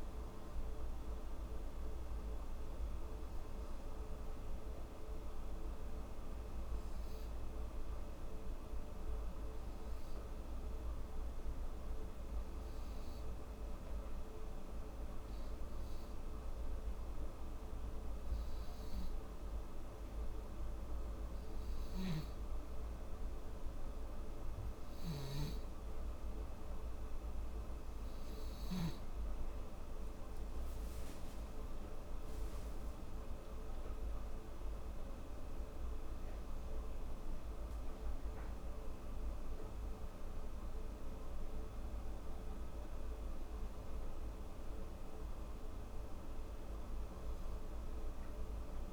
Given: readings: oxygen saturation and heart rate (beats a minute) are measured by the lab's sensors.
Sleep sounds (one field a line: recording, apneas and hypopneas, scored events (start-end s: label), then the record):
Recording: breathing in sleep, hard to hear, by a room microphone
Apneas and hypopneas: 1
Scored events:
9.50-25.50 s: hypopnea (oxygen 96% before, 93% lowest, heart rate 76 before, 72 extreme, up 1 after)
27.00-29.50 s: arousal
From the record:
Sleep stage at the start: N2 (light sleep)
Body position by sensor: on the left side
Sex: female